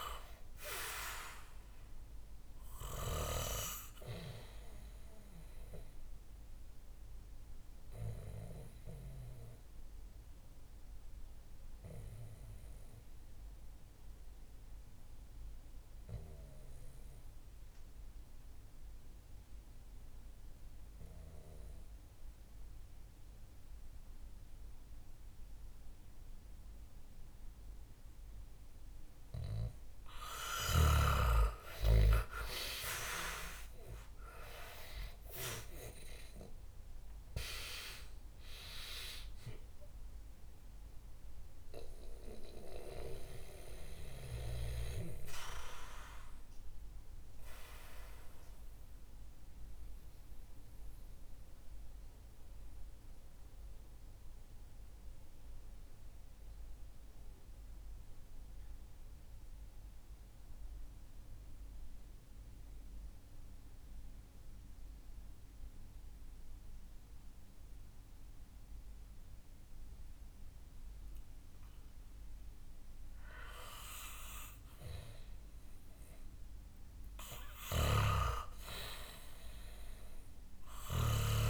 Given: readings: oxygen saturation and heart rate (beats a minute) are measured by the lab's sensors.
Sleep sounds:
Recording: breathing in sleep by a room microphone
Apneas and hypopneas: 2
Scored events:
7.00-29.00 s: obstructive apnea (oxygen 97% before, 91% lowest, heart rate 66 before, 58 extreme, up 9 after)
10.50-23.50 s: oxygen desaturation (device-marked, oxygen 96% before, 93% lowest, heart rate 66 before, 58 extreme)
31.50-35.50 s: arousal
35.50-60.50 s: oxygen desaturation (device-marked, oxygen 97% before, 91% lowest, heart rate 64 before, 58 extreme)
46.50-70.50 s: mixed apnea (oxygen 97% before, 91% lowest, heart rate 67 before, 60 extreme, up 7 after)
72.50-76.50 s: arousal
77.00-81.00 s: snoring (device-marked)
77.50-81.50 s: oxygen desaturation (device-marked, oxygen 98% before, 91% lowest, heart rate 62 before, 63 extreme)
From the record:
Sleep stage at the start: N2 (light sleep)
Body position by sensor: on the back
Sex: male

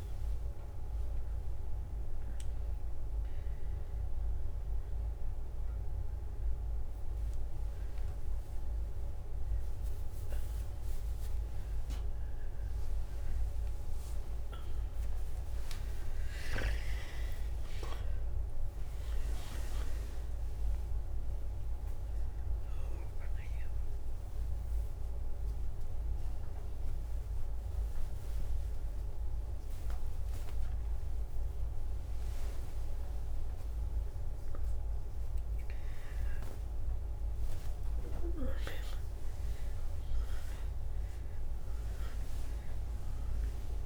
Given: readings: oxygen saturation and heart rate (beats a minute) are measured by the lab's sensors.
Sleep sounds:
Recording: a person awake in a sleep study, by a room microphone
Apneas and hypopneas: none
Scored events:
0.00-2.50 s: leg movement (device-marked)
0.00-9.50 s: drop in pulse transit time (device-marked, heart rate 67 extreme)
7.50-11.00 s: leg movement (device-marked)
18.50-19.50 s: drop in pulse transit time (device-marked, heart rate 77 before, 91 extreme)
19.00-22.50 s: leg movement (device-marked)
24.50-33.50 s: tachycardia (device-marked, heart rate 69 before, 175 extreme)
25.50-37.50 s: drop in pulse transit time (device-marked, heart rate 84 before, 88 extreme)
34.50-36.50 s: tachycardia (device-marked, heart rate 70 before, 135 extreme)
37.50-41.50 s: tachycardia (device-marked, heart rate 70 before, 110 extreme)
From the record:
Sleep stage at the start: awake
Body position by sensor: on the back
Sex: female

